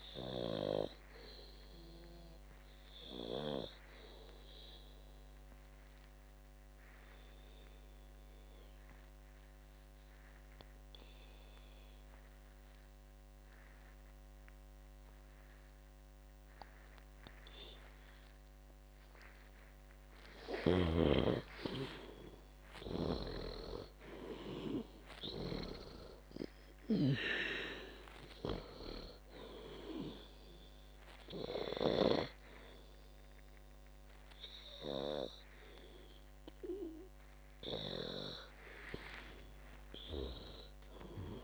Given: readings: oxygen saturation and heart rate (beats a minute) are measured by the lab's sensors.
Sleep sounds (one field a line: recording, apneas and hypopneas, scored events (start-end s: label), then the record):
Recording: breathing in sleep by a microphone on the trachea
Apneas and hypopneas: 1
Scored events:
2.00-20.50 s: obstructive apnea (oxygen 98% before, 93% lowest, heart rate 60 before, 61 extreme, up 55 after)
22.00-26.50 s: arousal
28.00-41.44 s: oxygen desaturation (device-marked, oxygen 97% before, 93% lowest, heart rate 80 before, 56 extreme)
From the record:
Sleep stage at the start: N2 (light sleep)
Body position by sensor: on the back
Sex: female